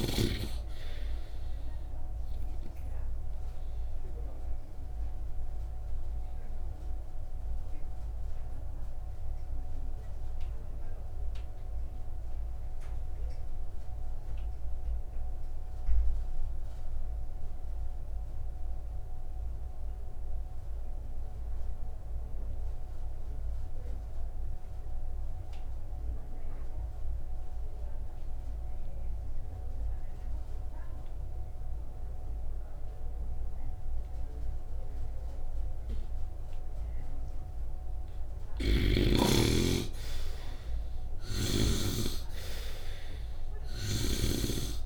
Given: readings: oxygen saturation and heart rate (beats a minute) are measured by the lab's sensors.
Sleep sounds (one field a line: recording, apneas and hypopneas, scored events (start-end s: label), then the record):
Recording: breathing in sleep by a room microphone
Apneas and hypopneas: 1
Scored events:
0.00-30.00 s: oxygen desaturation (device-marked, oxygen 73% lowest, heart rate 49 extreme)
3.50-35.50 s: obstructive apnea (oxygen 96% before, 70% lowest, heart rate 58 before, 49 extreme, up 3 after)
32.00-44.86 s: oxygen desaturation (device-marked, oxygen 96% before, 70% lowest, heart rate 64 before, 49 extreme)
37.00-41.50 s: arousal
38.50-42.00 s: snoring (device-marked)
From the record:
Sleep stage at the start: N2 (light sleep)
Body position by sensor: upright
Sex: male